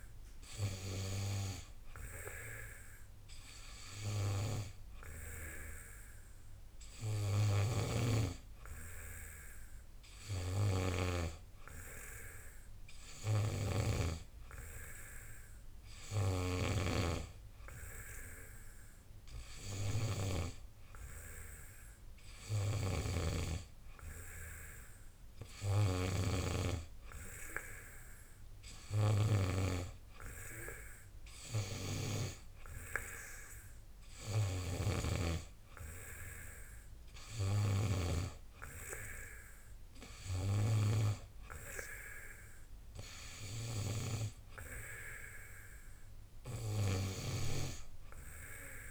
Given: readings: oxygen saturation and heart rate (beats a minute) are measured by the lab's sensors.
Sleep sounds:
breathing in sleep by a room microphone; none
none scored
From the record:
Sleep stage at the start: N2 (light sleep); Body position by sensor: on the back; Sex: male

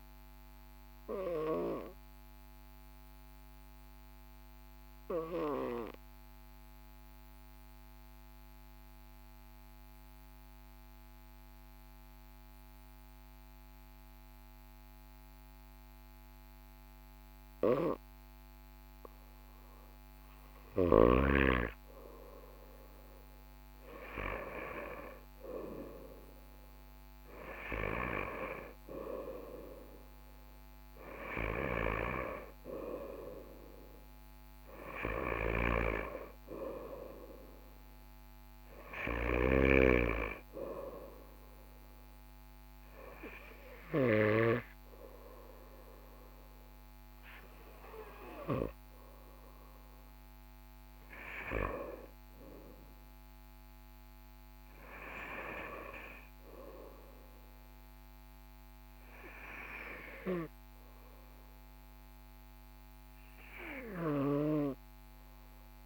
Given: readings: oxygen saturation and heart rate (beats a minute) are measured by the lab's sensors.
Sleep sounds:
breathing in sleep by a microphone on the trachea; 1
0.50-20.00 s: obstructive apnea (oxygen 98% before, 93% lowest, heart rate 43 before, 43 extreme, up 1 after)
21.50-53.50 s: oxygen desaturation (device-marked, oxygen 98% before, 93% lowest, heart rate 43 before, 43 extreme)
22.00-26.00 s: arousal
From the record:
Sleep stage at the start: N2 (light sleep); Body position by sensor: on the right side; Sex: male

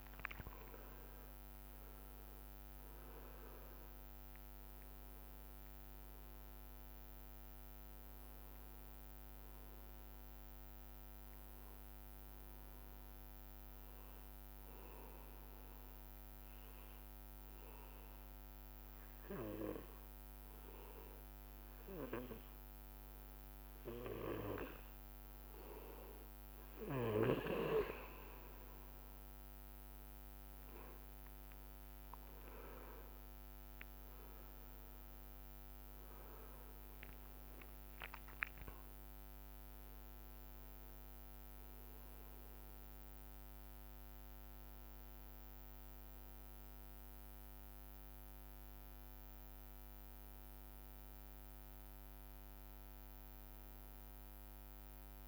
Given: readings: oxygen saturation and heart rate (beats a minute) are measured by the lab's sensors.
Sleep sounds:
breathing in sleep by a microphone on the trachea; 1
0.00-18.00 s: oxygen desaturation (device-marked, oxygen 98% before, 92% lowest, heart rate 63 before, 61 extreme)
16.50-29.00 s: obstructive apnea (oxygen 98% before, 93% lowest, heart rate 68 before, 61 extreme, up 6 after)
31.00-53.00 s: oxygen desaturation (device-marked, oxygen 99% before, 93% lowest, heart rate 62 before, 57 extreme)
31.50-37.00 s: arousal
From the record:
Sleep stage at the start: N2 (light sleep); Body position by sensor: on the back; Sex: male

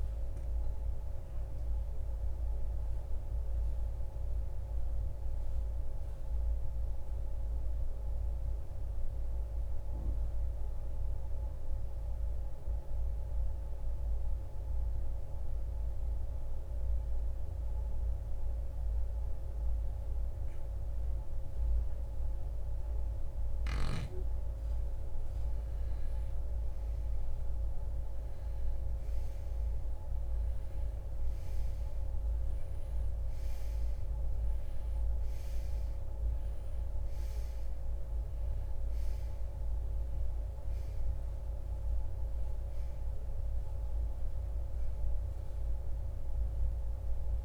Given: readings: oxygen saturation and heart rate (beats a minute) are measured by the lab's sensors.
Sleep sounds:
breathing in sleep, hard to hear, by a room microphone; 1
1.00-24.50 s: mixed apnea (oxygen 98% before, 83% lowest, heart rate 82 before, 56 extreme, up 8 after)
23.50-47.45 s: oxygen desaturation (device-marked, oxygen 97% before, 83% lowest, heart rate 64 before, 50 extreme)
26.00-30.00 s: arousal
From the record:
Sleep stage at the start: N2 (light sleep); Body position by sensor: on the right side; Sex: male

